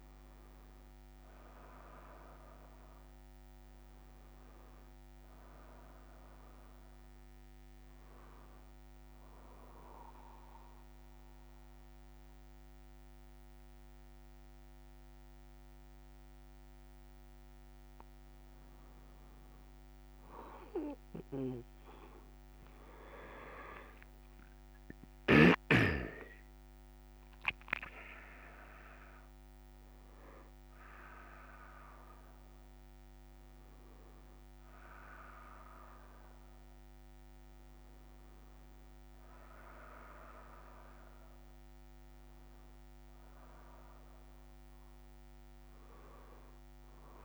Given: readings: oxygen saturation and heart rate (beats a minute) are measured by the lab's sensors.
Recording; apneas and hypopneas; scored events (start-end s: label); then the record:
breathing in sleep by a microphone on the trachea; 1
9.50-19.50 s: mixed apnea (oxygen 96% before, 94% lowest)
31.50-39.50 s: oxygen desaturation (device-marked, oxygen 98% before, 94% lowest)
From the record:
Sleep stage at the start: N1 (lightest sleep); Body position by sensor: on the back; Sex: male